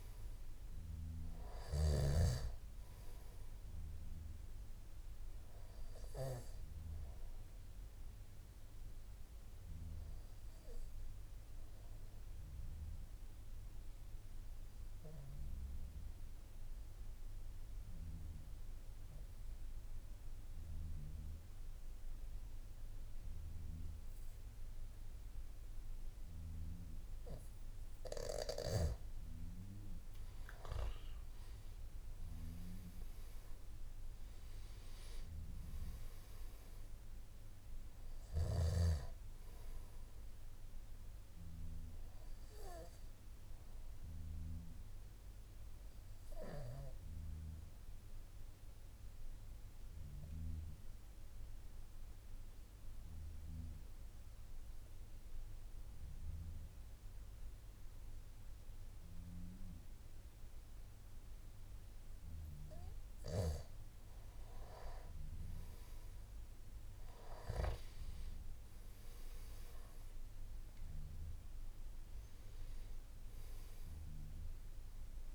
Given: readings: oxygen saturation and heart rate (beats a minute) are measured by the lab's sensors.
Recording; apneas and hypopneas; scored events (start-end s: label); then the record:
breathing in sleep by a room microphone; 2
0.00-2.00 s: snoring (device-marked)
2.50-23.50 s: oxygen desaturation (device-marked, oxygen 98% before, 91% lowest, heart rate 54 before, 51 extreme)
11.50-27.50 s: obstructive apnea (oxygen 98% before, 91% lowest, heart rate 55 before, 51 extreme, up 8 after)
36.50-57.50 s: oxygen desaturation (device-marked, oxygen 97% before, 91% lowest, heart rate 55 before, 51 extreme)
43.50-62.50 s: obstructive apnea (oxygen 98% before, 91% lowest, heart rate 56 before, 51 extreme, up 11 after)
70.50-75.35 s: oxygen desaturation (device-marked, oxygen 98% before, 92% lowest, heart rate 54 before, 51 extreme)
From the record:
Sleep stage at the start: N3 (deep sleep); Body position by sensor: on the back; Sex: male